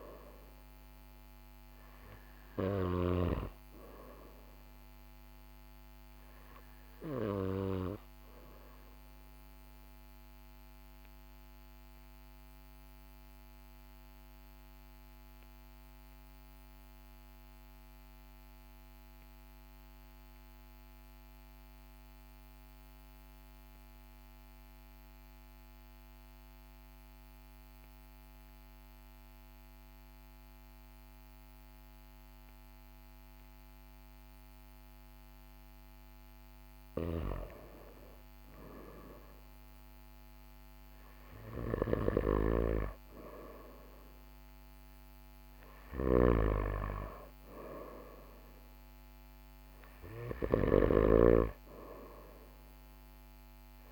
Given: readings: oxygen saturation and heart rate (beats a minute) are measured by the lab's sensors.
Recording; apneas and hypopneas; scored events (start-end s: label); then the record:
breathing in sleep by a microphone on the trachea; 1
0.00-2.50 s: snoring (device-marked)
10.00-36.00 s: obstructive apnea (oxygen 98% before, 94% lowest, heart rate 42 before, 40 extreme, up 1 after)
37.00-43.00 s: arousal
45.00-53.92 s: snoring (device-marked)
51.50-53.92 s: oxygen desaturation (device-marked, oxygen 97% before, 94% lowest, heart rate 41 before, 40 extreme)
From the record:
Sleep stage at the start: N2 (light sleep); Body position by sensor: on the back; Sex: male